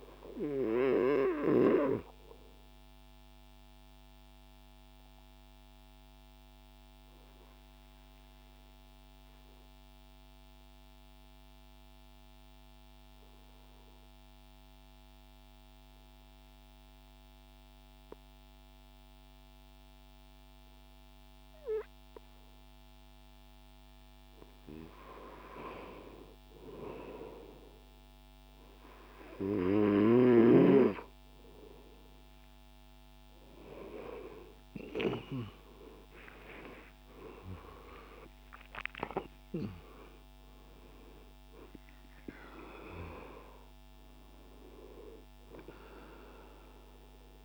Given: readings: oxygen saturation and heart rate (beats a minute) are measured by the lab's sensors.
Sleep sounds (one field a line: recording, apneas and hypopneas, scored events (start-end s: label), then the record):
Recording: breathing in sleep by a microphone on the trachea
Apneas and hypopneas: 1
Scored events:
2.50-23.50 s: mixed apnea (oxygen 99% before, 95% lowest)
32.50-39.50 s: arousal
35.00-47.45 s: oxygen desaturation (device-marked, oxygen 99% before, 95% lowest)
From the record:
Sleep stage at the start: N2 (light sleep)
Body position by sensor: on the right side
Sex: male